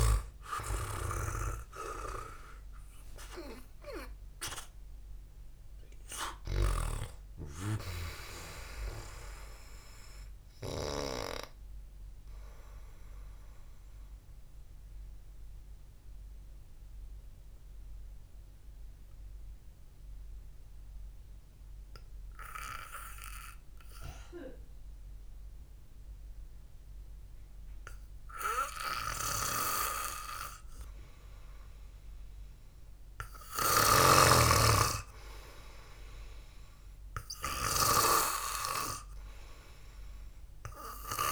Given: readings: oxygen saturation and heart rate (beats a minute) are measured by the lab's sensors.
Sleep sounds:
breathing in sleep by a room microphone; 1
0.00-3.50 s: arousal
0.00-27.50 s: oxygen desaturation (device-marked, oxygen 90% lowest, heart rate 54 extreme)
15.00-31.00 s: central apnea (oxygen 98% before, 90% lowest, heart rate 59 before, 54 extreme)
35.00-38.50 s: arousal
From the record:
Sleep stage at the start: N2 (light sleep); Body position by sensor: on the back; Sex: male

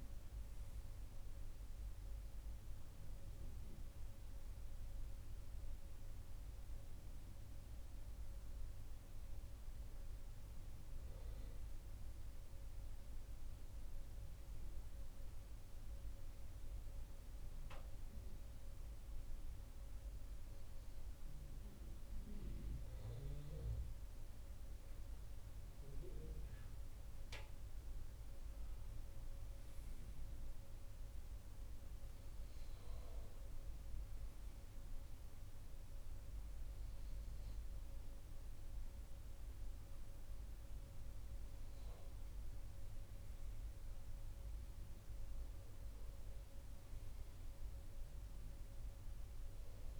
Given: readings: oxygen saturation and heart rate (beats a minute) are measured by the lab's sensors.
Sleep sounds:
a person partly awake in a sleep study, hard to hear, by a room microphone; none
12.50-50.00 s: new sleep stage, N2 (light sleep)
From the record:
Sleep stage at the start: awake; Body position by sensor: on the right side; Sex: male

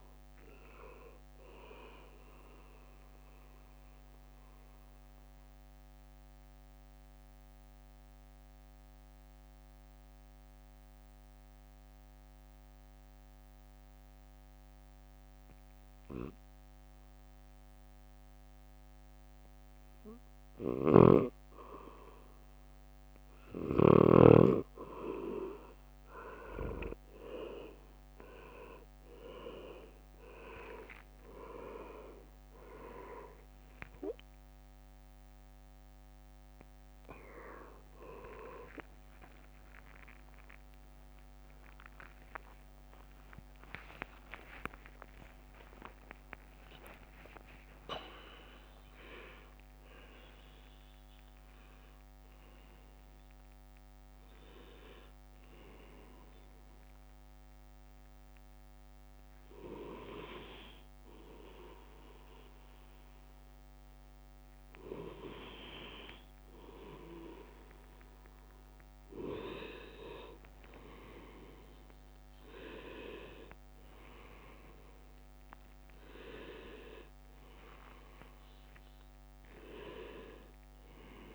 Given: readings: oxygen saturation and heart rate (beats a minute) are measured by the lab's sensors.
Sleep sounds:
a person partly awake in a sleep study, by a microphone on the trachea; 1
0.00-1.50 s: leg movement (device-marked)
0.00-7.50 s: drop in pulse transit time (device-marked, heart rate 61 extreme)
2.50-21.00 s: mixed apnea (oxygen 98% before, 96% lowest, heart rate 65 before, 55 extreme, up 7 after)
22.50-52.50 s: new sleep stage, awake
30.50-42.50 s: drop in pulse transit time (device-marked, heart rate 58 before, 65 extreme)
39.50-43.50 s: tachycardia (device-marked, heart rate 58 before, 102 extreme)
41.00-43.00 s: long interval between heartbeats (device-marked, heart rate 65 before, 81 extreme)
52.50-81.35 s: new sleep stage, N2 (light sleep)
73.00-76.50 s: leg movement (device-marked)
76.50-81.35 s: drop in pulse transit time (device-marked, heart rate 57 before, 52 extreme)
From the record:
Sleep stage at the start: N2 (light sleep); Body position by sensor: on the back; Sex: male

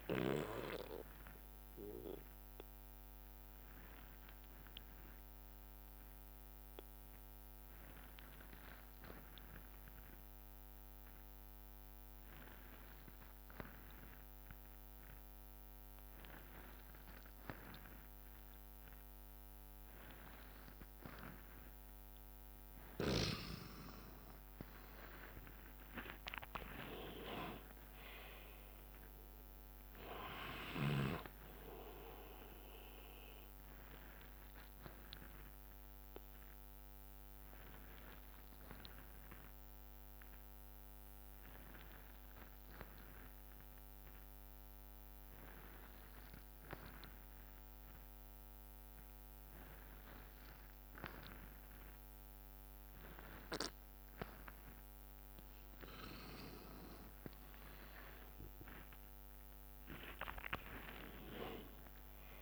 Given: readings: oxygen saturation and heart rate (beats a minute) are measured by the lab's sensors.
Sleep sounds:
breathing in sleep by a microphone on the trachea; 2
0.00-1.50 s: drop in pulse transit time (device-marked, heart rate 60 extreme)
0.00-7.50 s: oxygen desaturation (device-marked, oxygen 87% lowest, heart rate 59 extreme)
1.00-22.50 s: obstructive apnea (oxygen 97% before, 87% lowest, heart rate 70 before, 59 extreme, up 13 after)
8.50-10.50 s: bradycardia (device-marked, heart rate 70 before, 61 extreme)
23.50-35.50 s: drop in pulse transit time (device-marked, heart rate 62 before, 65 extreme)
23.50-44.50 s: oxygen desaturation (device-marked, oxygen 99% before, 90% lowest, heart rate 62 before, 60 extreme)
24.50-28.50 s: arousal
36.00-55.50 s: obstructive apnea (oxygen 99% before, 89% lowest, heart rate 68 before, 61 extreme, up 10 after)
55.50-62.42 s: oxygen desaturation (device-marked, oxygen 98% before, 89% lowest, heart rate 62 before, 60 extreme)
56.50-62.42 s: drop in pulse transit time (device-marked, heart rate 62 before, 65 extreme)
58.00-62.00 s: arousal
From the record:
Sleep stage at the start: N2 (light sleep); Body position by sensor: on the back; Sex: male

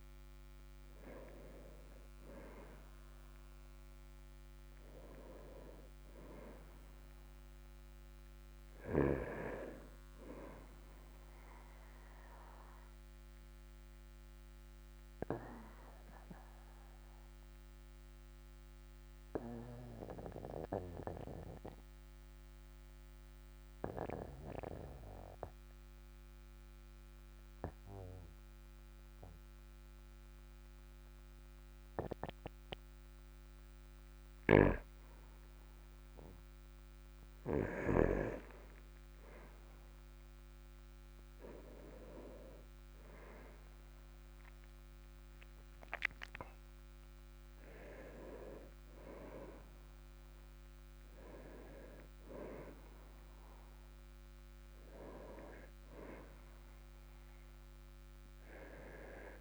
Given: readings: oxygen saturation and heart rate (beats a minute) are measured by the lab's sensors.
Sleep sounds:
breathing in sleep by a microphone on the trachea; 1
13.00-34.50 s: obstructive apnea (oxygen 99% before, 95% lowest, heart rate 51 before, 46 extreme, up 4 after)
40.50-44.50 s: arousal
From the record:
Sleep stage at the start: N2 (light sleep); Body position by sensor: on the back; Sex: male

